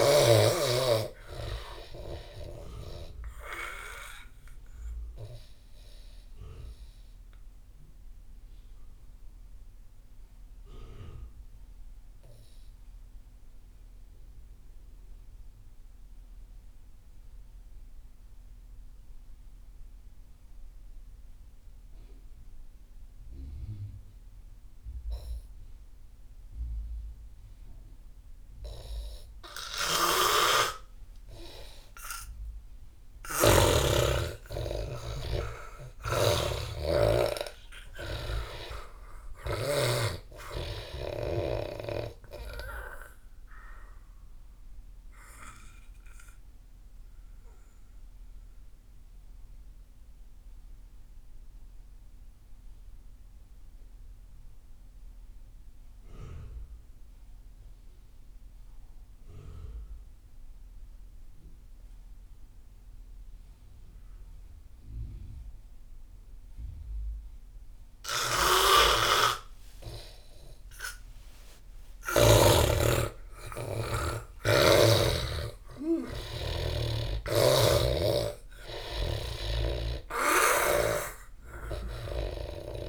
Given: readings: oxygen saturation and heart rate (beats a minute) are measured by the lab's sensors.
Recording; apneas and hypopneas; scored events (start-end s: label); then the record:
breathing in sleep by a room microphone; 2
0.00-15.00 s: oxygen desaturation (device-marked, oxygen 83% lowest)
3.00-31.00 s: obstructive apnea (oxygen 98% before, 81% lowest)
30.00-40.00 s: snoring (device-marked)
32.00-37.00 s: arousal
32.00-55.00 s: oxygen desaturation (device-marked, oxygen 97% before, 85% lowest)
42.50-69.50 s: obstructive apnea (oxygen 98% before, 76% lowest)
68.00-82.89 s: oxygen desaturation (device-marked, oxygen 98% before, 81% lowest)
68.50-72.50 s: snoring (device-marked)
70.00-74.00 s: arousal
From the record:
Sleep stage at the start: N2 (light sleep); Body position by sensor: on the back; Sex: male